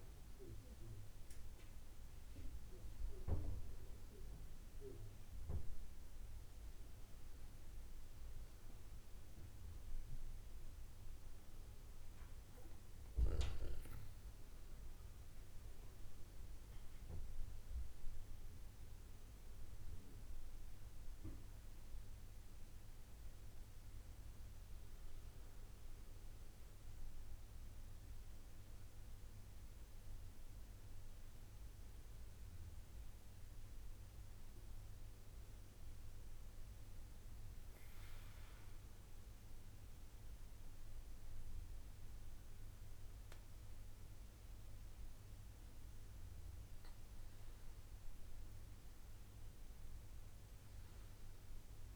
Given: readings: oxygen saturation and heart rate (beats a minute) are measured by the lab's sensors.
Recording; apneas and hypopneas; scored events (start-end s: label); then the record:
breathing in sleep, hard to hear, by a room microphone; 1
11.50-51.96 s: new sleep stage, N2 (light sleep)
36.00-46.50 s: obstructive apnea (oxygen 95% before, 93% lowest, heart rate 69 before, 66 extreme, up 3 after)
48.50-51.96 s: arousal
From the record:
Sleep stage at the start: N1 (lightest sleep); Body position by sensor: on the back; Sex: male